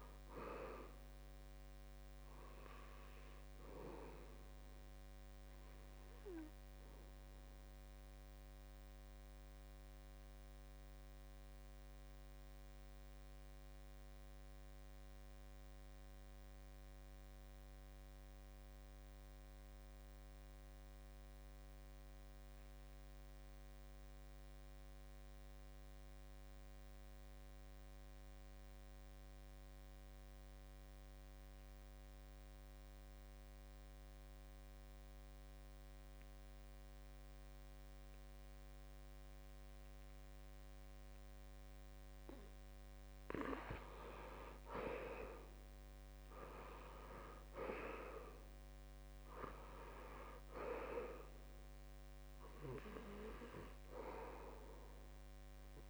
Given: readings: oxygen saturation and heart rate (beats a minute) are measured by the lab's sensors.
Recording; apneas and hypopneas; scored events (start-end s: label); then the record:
breathing in sleep by a microphone on the trachea; 1
0.00-23.00 s: oxygen desaturation (device-marked, oxygen 81% lowest, heart rate 67 extreme)
8.50-42.00 s: obstructive apnea (oxygen 95% before, 79% lowest, heart rate 72 before, 67 extreme, up 6 after)
37.00-55.90 s: oxygen desaturation (device-marked, oxygen 96% before, 79% lowest, heart rate 70 before, 67 extreme)
46.00-50.50 s: arousal
From the record:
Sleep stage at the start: N2 (light sleep); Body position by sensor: on the back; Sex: male